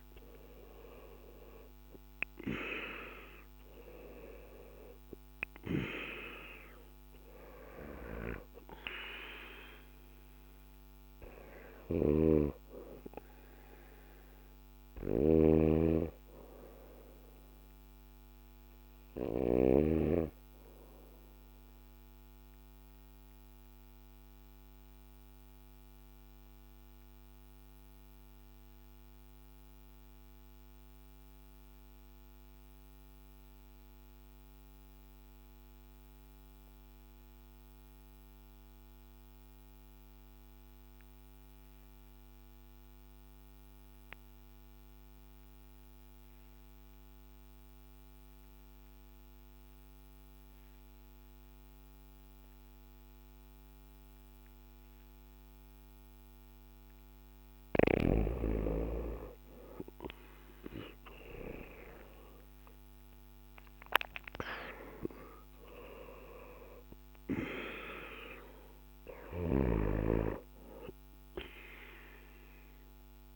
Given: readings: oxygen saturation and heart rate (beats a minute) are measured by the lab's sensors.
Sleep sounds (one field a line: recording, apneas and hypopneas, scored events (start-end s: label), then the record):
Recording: breathing in sleep by a microphone on the trachea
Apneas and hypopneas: 1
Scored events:
0.00-2.50 s: arousal
5.00-32.00 s: oxygen desaturation (device-marked, oxygen 96% before, 88% lowest, heart rate 57 before, 52 extreme)
11.50-19.50 s: snoring (device-marked)
21.50-57.00 s: obstructive apnea (oxygen 97% before, 85% lowest, heart rate 59 before, 52 extreme, up 11 after)
50.00-73.36 s: oxygen desaturation (device-marked, oxygen 98% before, 85% lowest, heart rate 56 before, 52 extreme)
60.00-63.50 s: arousal
69.00-73.36 s: snoring (device-marked)
From the record:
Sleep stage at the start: N2 (light sleep)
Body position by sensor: on the back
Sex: male